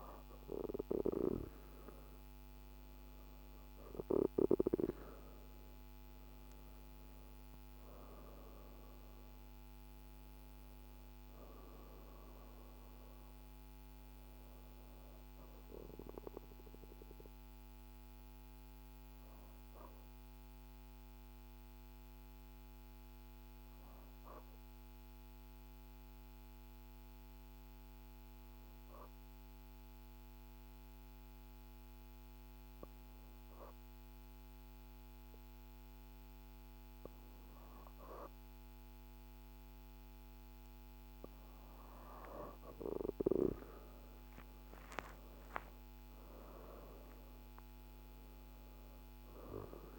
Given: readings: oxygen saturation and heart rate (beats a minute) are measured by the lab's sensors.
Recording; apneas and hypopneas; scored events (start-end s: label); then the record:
breathing in sleep by a microphone on the trachea; 1
0.00-25.50 s: oxygen desaturation (device-marked, oxygen 90% lowest, heart rate 50 extreme)
1.00-5.50 s: arousal
17.50-39.50 s: obstructive apnea (oxygen 98% before, 88% lowest, heart rate 53 before, 51 extreme, up 7 after)
35.50-49.99 s: oxygen desaturation (device-marked, oxygen 97% before, 88% lowest, heart rate 52 before, 49 extreme)
43.00-48.00 s: arousal
From the record:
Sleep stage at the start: N2 (light sleep); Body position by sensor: on the back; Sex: female